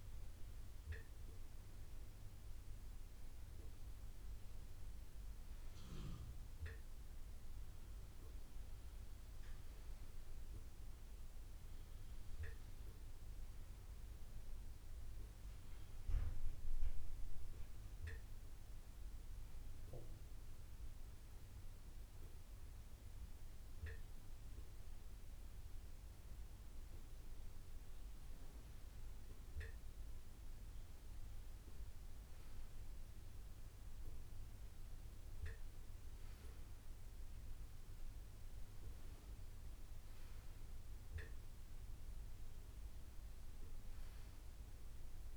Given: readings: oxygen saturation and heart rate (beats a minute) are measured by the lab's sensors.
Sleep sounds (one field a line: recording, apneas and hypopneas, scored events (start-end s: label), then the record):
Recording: breathing in sleep, hard to hear, by a room microphone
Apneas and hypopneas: none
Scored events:
0.00-45.37 s: bradycardia (device-marked)
0.50-2.50 s: long interval between heartbeats (device-marked)
5.50-7.50 s: long interval between heartbeats (device-marked)
19.50-21.50 s: long interval between heartbeats (device-marked)
24.00-31.00 s: drop in pulse transit time (device-marked)
33.00-34.00 s: drop in pulse transit time (device-marked)
33.50-35.50 s: long interval between heartbeats (device-marked)
38.00-40.00 s: long interval between heartbeats (device-marked)
40.00-43.00 s: drop in pulse transit time (device-marked)
40.50-42.50 s: long interval between heartbeats (device-marked)
From the record:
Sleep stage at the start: N1 (lightest sleep)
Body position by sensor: on the right side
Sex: male